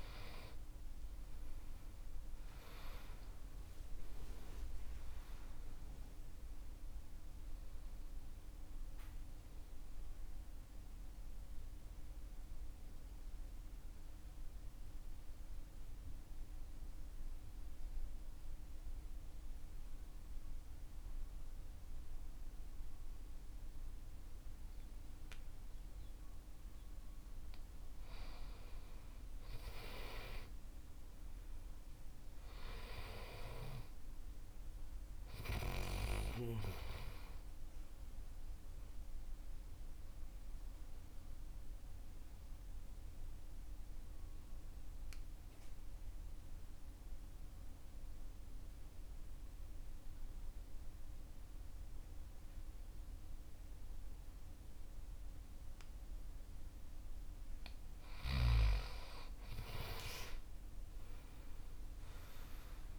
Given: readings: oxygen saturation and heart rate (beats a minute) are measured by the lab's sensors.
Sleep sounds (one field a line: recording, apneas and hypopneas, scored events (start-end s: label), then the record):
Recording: breathing in sleep by a room microphone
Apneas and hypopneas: 2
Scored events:
0.00-4.50 s: arousal
0.00-4.50 s: oxygen desaturation (device-marked, oxygen 93% lowest, heart rate 46 extreme)
11.00-27.00 s: central apnea (oxygen 98% before, 93% lowest, heart rate 57 before, 46 extreme, up 16 after)
26.50-33.50 s: oxygen desaturation (device-marked, oxygen 97% before, 93% lowest, heart rate 53 before, 47 extreme)
30.50-35.00 s: arousal
40.50-56.50 s: mixed apnea (oxygen 98% before, 92% lowest, heart rate 53 before, 46 extreme, up 18 after)
57.50-60.50 s: oxygen desaturation (device-marked, oxygen 97% before, 93% lowest, heart rate 49 before, 46 extreme)
61.50-62.99 s: arousal
From the record:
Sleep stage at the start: N2 (light sleep)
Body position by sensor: on the back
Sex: male